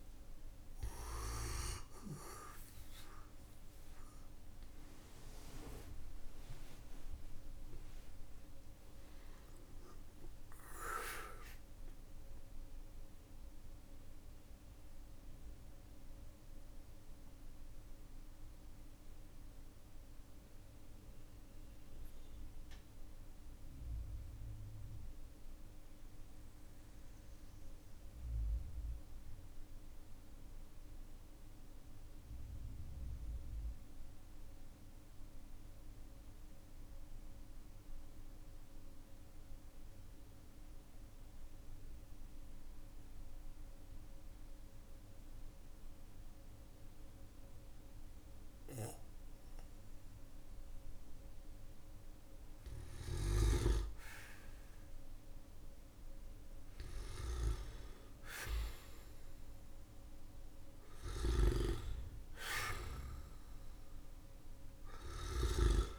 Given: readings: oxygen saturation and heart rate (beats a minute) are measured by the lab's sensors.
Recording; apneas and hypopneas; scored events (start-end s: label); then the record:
breathing in sleep by a room microphone; 1
5.00-36.00 s: oxygen desaturation (device-marked, oxygen 96% before, 92% lowest, heart rate 58 before, 46 extreme)
6.50-10.50 s: arousal
14.00-50.50 s: mixed apnea (oxygen 98% before, 92% lowest, heart rate 65 before, 44 extreme, up 8 after)
53.00-57.50 s: arousal
57.00-65.99 s: oxygen desaturation (device-marked, oxygen 98% before, 92% lowest, heart rate 50 before, 45 extreme)
60.00-64.50 s: snoring (device-marked)
From the record:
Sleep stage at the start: N2 (light sleep); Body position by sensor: on the back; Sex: male